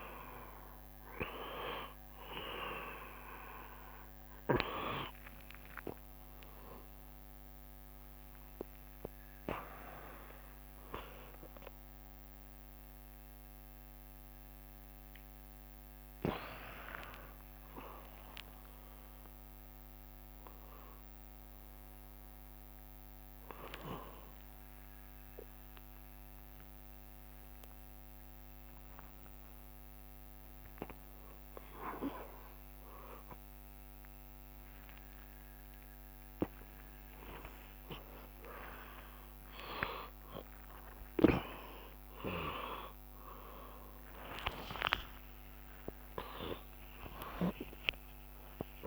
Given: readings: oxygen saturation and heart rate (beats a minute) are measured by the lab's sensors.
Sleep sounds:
a person awake in a sleep study, by a microphone on the trachea; none
0.00-31.00 s: oxygen desaturation (device-marked, oxygen 80% lowest, heart rate 70 extreme)
4.00-20.00 s: tachycardia (device-marked, heart rate 71 before, 127 extreme)
4.50-6.50 s: long interval between heartbeats (device-marked, heart rate 72 before, 81 extreme)
5.00-48.87 s: new sleep stage, awake
8.00-10.00 s: long interval between heartbeats (device-marked, heart rate 77 before, 116 extreme)
11.50-13.50 s: long interval between heartbeats (device-marked, heart rate 85 before, 110 extreme)
13.50-15.50 s: long interval between heartbeats (device-marked, heart rate 89 before, 119 extreme)
17.00-19.00 s: long interval between heartbeats (device-marked, heart rate 97 before, 120 extreme)
20.00-22.00 s: long interval between heartbeats (device-marked, heart rate 104 before, 120 extreme)
23.00-39.00 s: tachycardia (device-marked, heart rate 72 before, 138 extreme)
24.50-26.50 s: long interval between heartbeats (device-marked, heart rate 113 before, 98 extreme)
27.00-29.00 s: long interval between heartbeats (device-marked, heart rate 114 before, 120 extreme)
29.00-31.00 s: long interval between heartbeats (device-marked, heart rate 115 before, 124 extreme)
32.00-34.00 s: long interval between heartbeats (device-marked, heart rate 116 before, 120 extreme)
34.50-36.50 s: long interval between heartbeats (device-marked, heart rate 117 before, 121 extreme)
36.50-38.50 s: long interval between heartbeats (device-marked, heart rate 118 before, 129 extreme)
39.50-41.50 s: long interval between heartbeats (device-marked, heart rate 119 before, 106 extreme)
42.00-48.87 s: tachycardia (device-marked, heart rate 74 before, 148 extreme)
45.50-47.50 s: long interval between heartbeats (device-marked, heart rate 114 before, 101 extreme)
From the record:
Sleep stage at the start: N2 (light sleep); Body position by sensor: on the right side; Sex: male

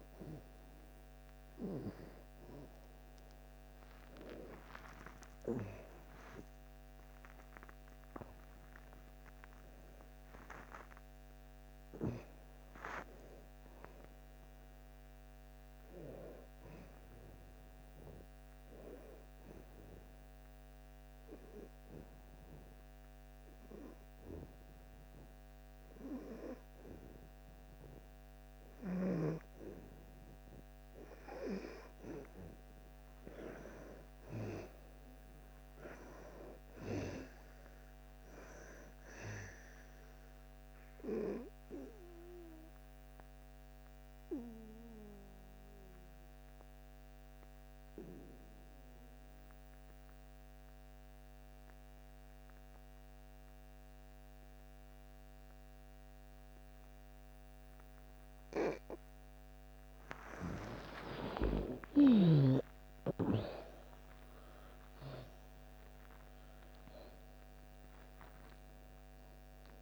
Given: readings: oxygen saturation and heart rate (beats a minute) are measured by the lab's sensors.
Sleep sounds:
breathing in sleep by a microphone on the trachea; 2
0.00-10.00 s: oxygen desaturation (device-marked, oxygen 92% lowest)
5.00-11.50 s: arousal
19.00-69.82 s: new sleep stage, N2 (light sleep)
19.50-30.00 s: obstructive apnea (oxygen 98% before, 83% lowest)
32.50-36.50 s: arousal
33.00-52.00 s: oxygen desaturation (device-marked, oxygen 95% before, 88% lowest)
39.50-60.00 s: obstructive apnea (oxygen 95% before, 80% lowest)
61.00-65.00 s: arousal
63.00-69.82 s: oxygen desaturation (device-marked, oxygen 97% before, 83% lowest)
From the record:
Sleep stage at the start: N1 (lightest sleep); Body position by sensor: on the back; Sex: female

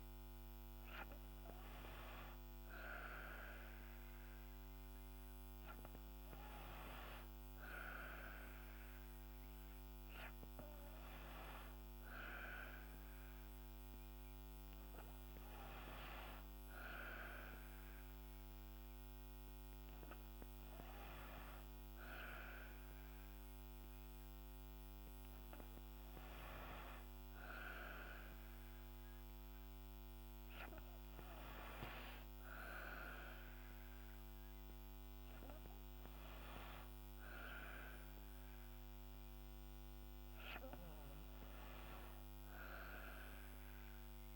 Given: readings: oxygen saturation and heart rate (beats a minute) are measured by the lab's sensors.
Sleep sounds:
breathing in sleep by a microphone on the trachea; none
none scored
From the record:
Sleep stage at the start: N2 (light sleep); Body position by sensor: on the back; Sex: female

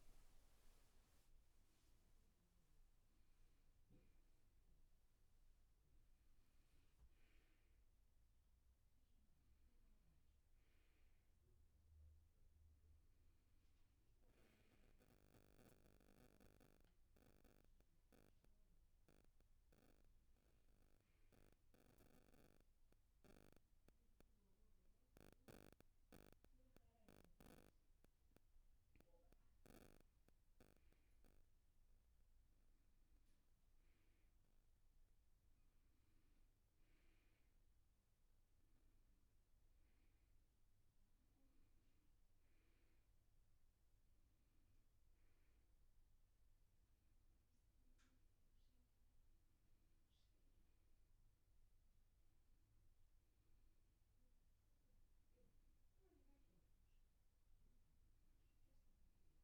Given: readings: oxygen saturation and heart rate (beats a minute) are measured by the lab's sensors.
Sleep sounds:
a person awake in a sleep study, hard to hear, by a room microphone; none
none scored
From the record:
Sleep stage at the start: awake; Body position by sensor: on the back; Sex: male

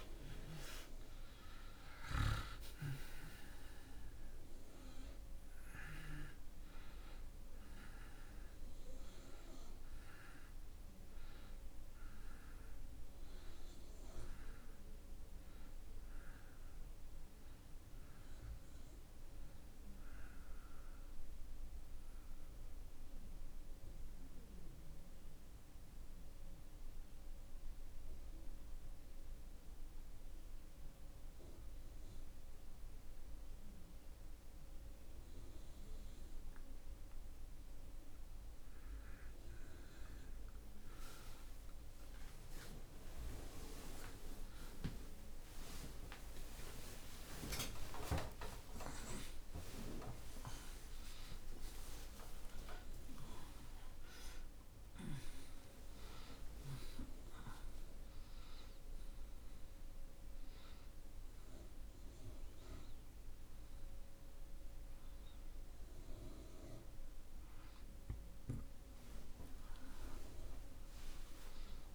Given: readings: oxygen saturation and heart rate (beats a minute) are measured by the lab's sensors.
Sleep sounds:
a person awake in a sleep study, by a room microphone; 1
0.00-1.50 s: arousal
0.00-14.50 s: oxygen desaturation (device-marked, oxygen 85% lowest)
16.50-38.50 s: oxygen desaturation (device-marked, oxygen 91% before, 80% lowest)
21.00-37.50 s: mixed apnea (oxygen 97% before, 80% lowest)
30.50-71.95 s: new sleep stage, awake
66.50-71.95 s: oxygen desaturation (device-marked, oxygen 96% before, 86% lowest)
From the record:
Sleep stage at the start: REM sleep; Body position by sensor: on the back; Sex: male

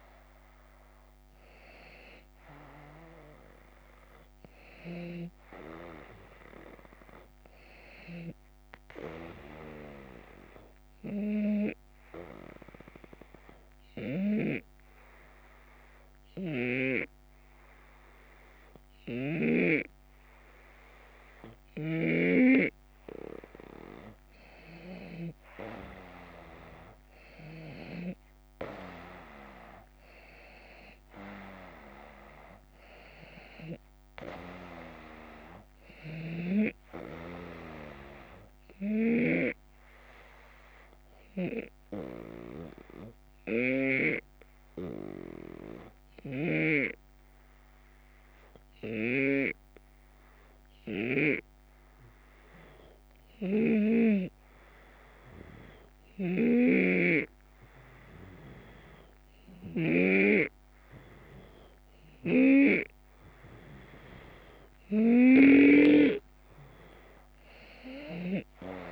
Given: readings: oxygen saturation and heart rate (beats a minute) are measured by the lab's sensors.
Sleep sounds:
breathing in sleep by a microphone on the trachea; 2
8.50-23.50 s: obstructive apnea (oxygen 94% before, 91% lowest, heart rate 80 before, 77 extreme, up 6 after)
16.00-19.50 s: snoring (device-marked)
25.00-30.00 s: arousal
35.50-39.00 s: snoring (device-marked)
37.50-60.00 s: obstructive apnea (oxygen 95% before, 88% lowest, heart rate 80 before, 75 extreme, up 4 after)
46.00-51.00 s: snoring (device-marked)
55.50-65.50 s: snoring (device-marked)
61.50-68.92 s: oxygen desaturation (device-marked, oxygen 94% before, 91% lowest, heart rate 77 before, 67 extreme)
From the record:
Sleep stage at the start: N2 (light sleep); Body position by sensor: on the back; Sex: male

